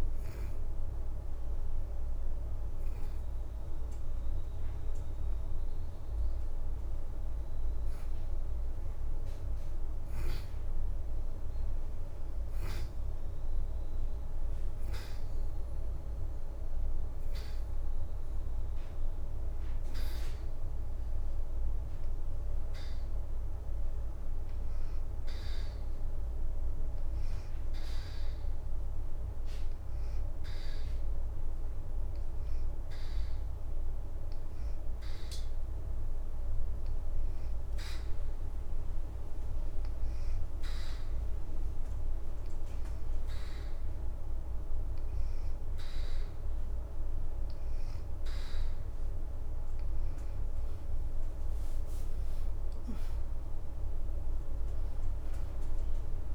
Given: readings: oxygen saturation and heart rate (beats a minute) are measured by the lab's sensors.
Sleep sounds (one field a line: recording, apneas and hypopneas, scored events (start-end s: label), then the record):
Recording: breathing in sleep, hard to hear, by a room microphone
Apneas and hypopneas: 1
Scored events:
0.00-6.00 s: oxygen desaturation (device-marked, oxygen 89% lowest, heart rate 82 extreme)
16.00-23.00 s: oxygen desaturation (device-marked, oxygen 94% before, 89% lowest, heart rate 83 before, 83 extreme)
21.50-46.50 s: hypopnea (oxygen 94% before, 87% lowest, heart rate 83 before, 81 extreme, up 5 after)
25.50-27.00 s: leg movement (device-marked)
28.50-33.50 s: leg movement (device-marked)
31.00-40.00 s: oxygen desaturation (device-marked, oxygen 92% before, 88% lowest, heart rate 84 before, 82 extreme)
34.50-36.50 s: leg movement (device-marked)
39.50-46.00 s: leg movement (device-marked)
47.50-52.00 s: leg movement (device-marked)
51.00-56.35 s: arousal
From the record:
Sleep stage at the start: N2 (light sleep)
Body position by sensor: on the back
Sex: female